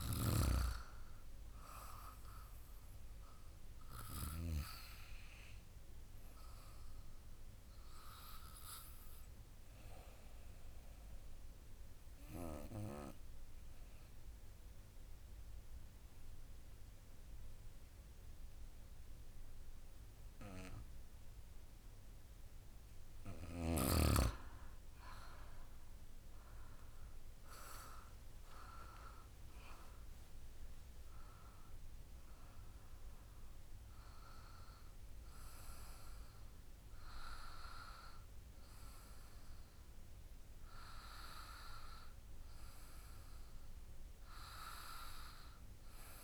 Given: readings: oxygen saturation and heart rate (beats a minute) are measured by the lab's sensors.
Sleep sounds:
breathing in sleep by a room microphone; 1
10.50-22.00 s: obstructive apnea (oxygen 96% before, 95% lowest, heart rate 57 before, 49 extreme, up 15 after)
24.50-28.50 s: arousal
From the record:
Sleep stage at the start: N2 (light sleep); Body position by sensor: on the back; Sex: female

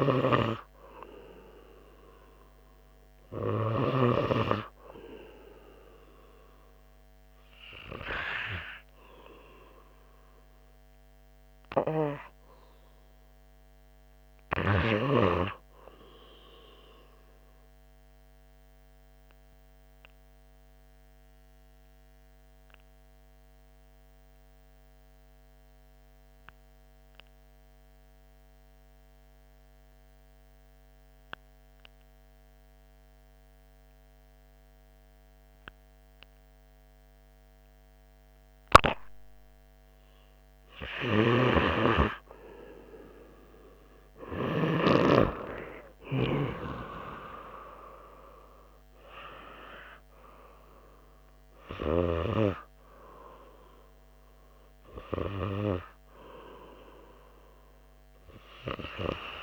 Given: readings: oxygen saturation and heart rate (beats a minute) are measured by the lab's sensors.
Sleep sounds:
breathing in sleep by a microphone on the trachea; 1
0.00-4.50 s: snoring (device-marked)
18.00-41.50 s: obstructive apnea (oxygen 98% before, 95% lowest, heart rate 83 before, 77 extreme, up 4 after)
41.50-45.50 s: snoring (device-marked)
43.00-47.50 s: arousal
From the record:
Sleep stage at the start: REM sleep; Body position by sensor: on the right side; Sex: male

